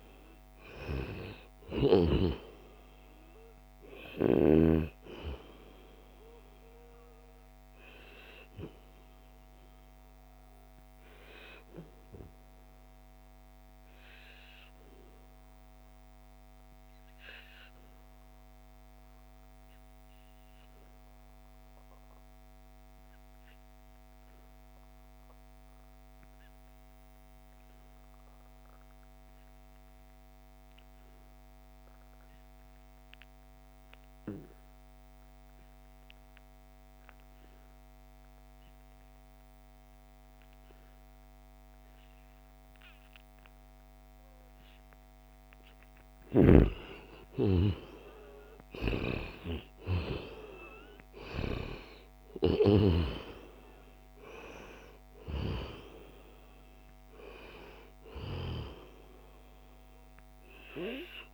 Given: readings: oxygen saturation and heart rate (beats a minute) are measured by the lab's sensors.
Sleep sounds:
breathing in sleep by a microphone on the trachea; 1
0.00-4.50 s: snoring (device-marked)
0.00-16.00 s: oxygen desaturation (device-marked, oxygen 88% lowest, heart rate 66 extreme)
7.00-44.50 s: obstructive apnea (oxygen 97% before, 87% lowest, heart rate 76 before, 64 extreme, up 8 after)
37.00-61.34 s: oxygen desaturation (device-marked, oxygen 97% before, 87% lowest, heart rate 71 before, 64 extreme)
46.00-50.00 s: arousal
From the record:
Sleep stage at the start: N2 (light sleep); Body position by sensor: on the back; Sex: male

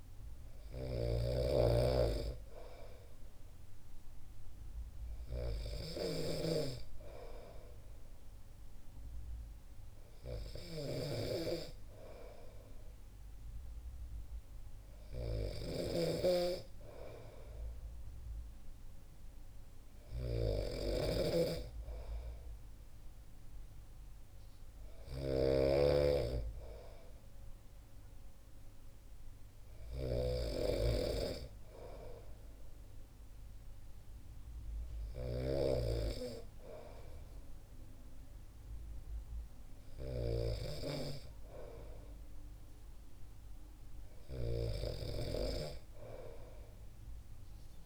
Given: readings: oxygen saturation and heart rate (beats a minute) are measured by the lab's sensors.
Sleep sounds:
breathing in sleep by a room microphone; none
0.00-35.50 s: snoring (device-marked)
From the record:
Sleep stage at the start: N2 (light sleep); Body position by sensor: on the back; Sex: male

